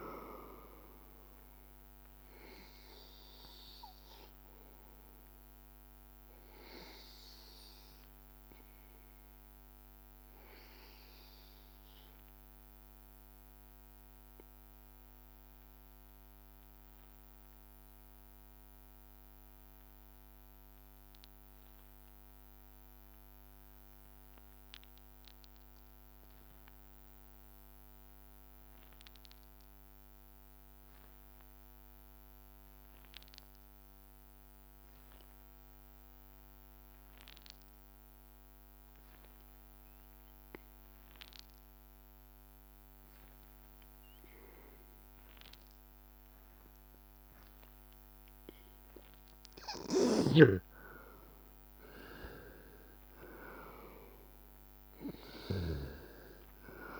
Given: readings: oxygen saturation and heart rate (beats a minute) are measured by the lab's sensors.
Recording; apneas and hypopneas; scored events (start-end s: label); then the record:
breathing in sleep by a microphone on the trachea; 1
0.00-10.50 s: oxygen desaturation (device-marked, oxygen 90% lowest, heart rate 84 extreme)
12.00-40.00 s: obstructive apnea (oxygen 96% before, 91% lowest, heart rate 86 before, 82 extreme, up 0 after)
31.50-57.00 s: oxygen desaturation (device-marked, oxygen 99% before, 91% lowest, heart rate 84 before, 82 extreme)
43.00-46.50 s: arousal
From the record:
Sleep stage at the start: N2 (light sleep); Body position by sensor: on the back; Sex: male